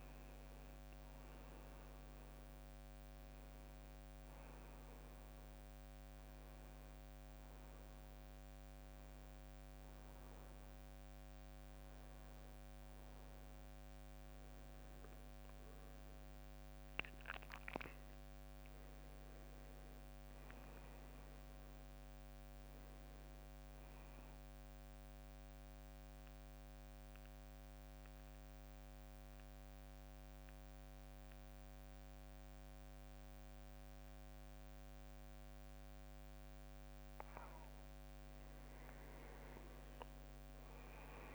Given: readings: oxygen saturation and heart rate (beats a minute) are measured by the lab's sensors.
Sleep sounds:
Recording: breathing in sleep, hard to hear, by a microphone on the trachea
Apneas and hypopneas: 2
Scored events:
4.00-14.50 s: hypopnea (oxygen 99% before, 95% lowest, heart rate 70 before, 55 extreme, up 9 after)
16.50-20.00 s: arousal
24.50-37.00 s: central apnea (oxygen 99% before, 93% lowest, heart rate 65 before, 55 extreme, up 17 after)
39.50-41.35 s: leg movement (device-marked)
40.00-41.35 s: arousal
From the record:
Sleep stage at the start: N2 (light sleep)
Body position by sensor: on the back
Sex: male

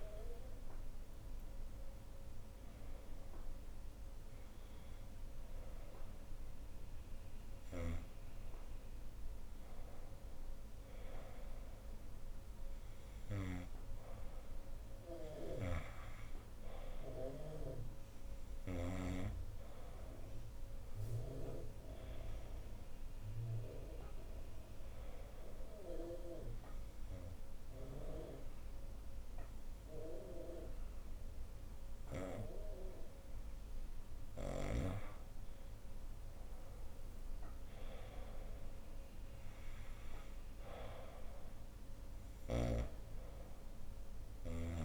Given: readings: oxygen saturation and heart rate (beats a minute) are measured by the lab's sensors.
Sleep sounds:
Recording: breathing in sleep by a room microphone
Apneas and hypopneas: 1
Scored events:
25.50-35.50 s: obstructive apnea (oxygen 96% before, 89% lowest, heart rate 73 before, 74 extreme, up 3 after)
37.50-42.50 s: arousal
From the record:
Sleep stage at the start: N2 (light sleep)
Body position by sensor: on the right side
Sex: female

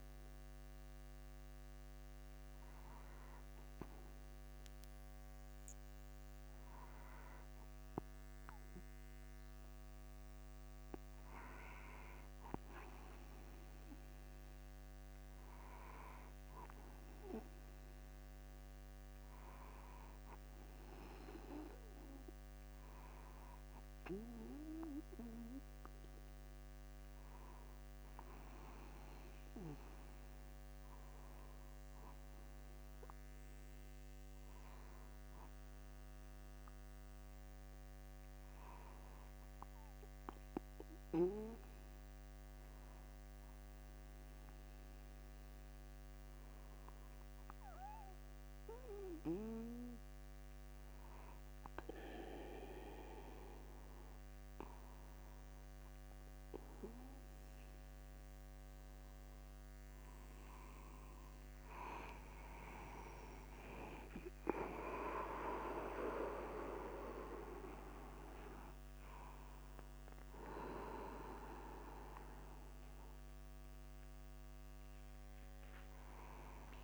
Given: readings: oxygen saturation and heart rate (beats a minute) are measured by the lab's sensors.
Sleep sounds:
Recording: breathing in sleep by a microphone on the trachea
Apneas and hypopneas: none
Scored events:
59.00-76.84 s: new sleep stage, awake
65.00-67.00 s: long interval between heartbeats (device-marked, heart rate 54 before, 69 extreme)
From the record:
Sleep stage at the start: N2 (light sleep)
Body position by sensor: upright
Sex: male

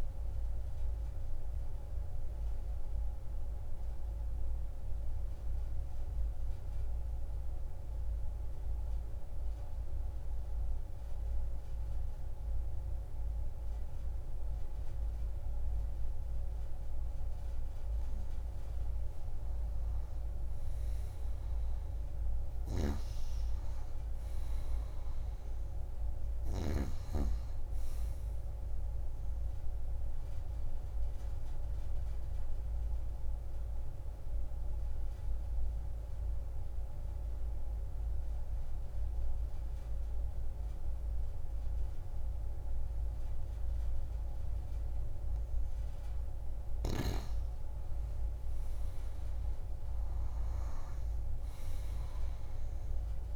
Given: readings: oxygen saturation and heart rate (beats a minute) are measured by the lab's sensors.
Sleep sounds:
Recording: breathing in sleep, hard to hear, by a room microphone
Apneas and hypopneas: 2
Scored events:
0.00-16.00 s: oxygen desaturation (device-marked, oxygen 86% lowest)
2.50-18.00 s: obstructive apnea (oxygen 94% before, 86% lowest)
20.00-24.00 s: arousal
26.00-44.00 s: oxygen desaturation (device-marked, oxygen 98% before, 92% lowest)
30.50-45.50 s: obstructive apnea (oxygen 98% before, 89% lowest)
48.50-52.50 s: arousal
52.00-53.36 s: oxygen desaturation (device-marked, oxygen 97% before, 91% lowest)
From the record:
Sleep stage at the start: N2 (light sleep)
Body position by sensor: on the back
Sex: female

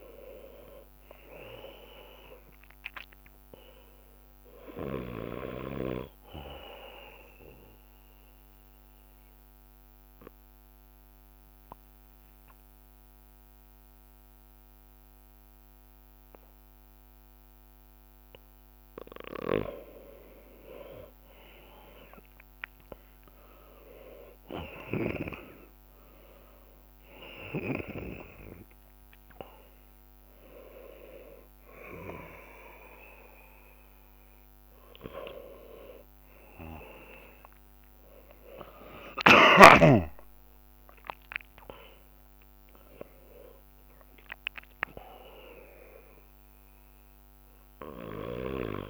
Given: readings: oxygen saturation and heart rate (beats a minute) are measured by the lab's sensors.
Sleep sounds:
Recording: breathing in sleep by a microphone on the trachea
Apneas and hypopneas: 1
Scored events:
0.00-2.00 s: arousal
4.00-23.00 s: drop in pulse transit time (device-marked, heart rate 67 before, 62 extreme)
7.00-18.50 s: obstructive apnea (oxygen 98% before, 94% lowest, heart rate 67 before, 63 extreme, up 7 after)
20.50-25.00 s: arousal
20.50-30.50 s: leg movement (device-marked)
26.00-44.00 s: oxygen desaturation (device-marked, oxygen 97% before, 94% lowest, heart rate 64 before, 59 extreme)
36.00-44.50 s: leg movement (device-marked)
39.00-48.90 s: drop in pulse transit time (device-marked, heart rate 67 before, 65 extreme)
39.50-44.00 s: arousal
From the record:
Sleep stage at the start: N2 (light sleep)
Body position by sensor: on the left side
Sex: male

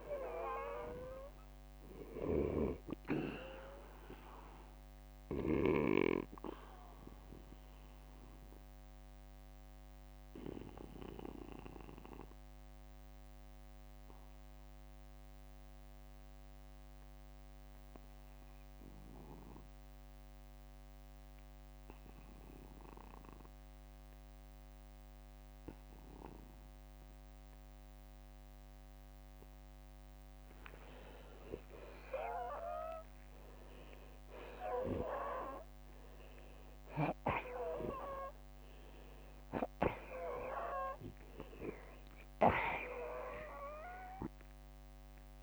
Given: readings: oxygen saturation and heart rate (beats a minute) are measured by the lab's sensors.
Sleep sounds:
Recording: breathing in sleep by a microphone on the trachea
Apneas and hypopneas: 1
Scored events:
1.50-3.50 s: long interval between heartbeats (device-marked, heart rate 59 before, 56 extreme)
7.50-29.50 s: obstructive apnea (oxygen 96% before, 86% lowest, heart rate 62 before, 40 extreme, up 13 after)
9.50-29.50 s: oxygen desaturation (device-marked, oxygen 94% before, 86% lowest, heart rate 61 before, 40 extreme)
30.00-32.00 s: long interval between heartbeats (device-marked, heart rate 49 before, 52 extreme)
32.00-34.00 s: long interval between heartbeats (device-marked, heart rate 48 before, 49 extreme)
33.00-37.00 s: arousal
From the record:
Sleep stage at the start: N2 (light sleep)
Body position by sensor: on the back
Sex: male

